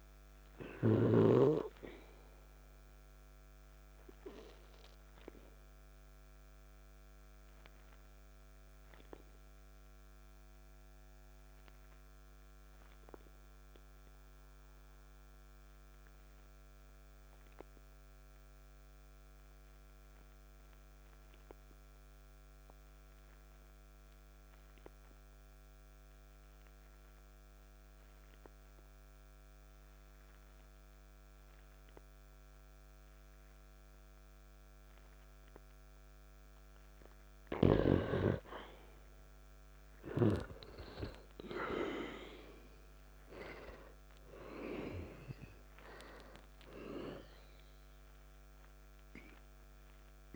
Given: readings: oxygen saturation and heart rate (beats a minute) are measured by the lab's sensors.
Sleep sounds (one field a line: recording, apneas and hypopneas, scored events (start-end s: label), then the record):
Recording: breathing in sleep by a microphone on the trachea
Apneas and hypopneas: 1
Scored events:
3.00-36.00 s: obstructive apnea (oxygen 98% before, 89% lowest, heart rate 52 before, 46 extreme, up 5 after)
13.00-29.00 s: oxygen desaturation (device-marked, oxygen 97% before, 91% lowest, heart rate 54 before, 46 extreme)
40.00-45.00 s: arousal
45.00-50.36 s: oxygen desaturation (device-marked, oxygen 97% before, 93% lowest, heart rate 49 before, 55 extreme)
From the record:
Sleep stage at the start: N2 (light sleep)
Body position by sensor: on the back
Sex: male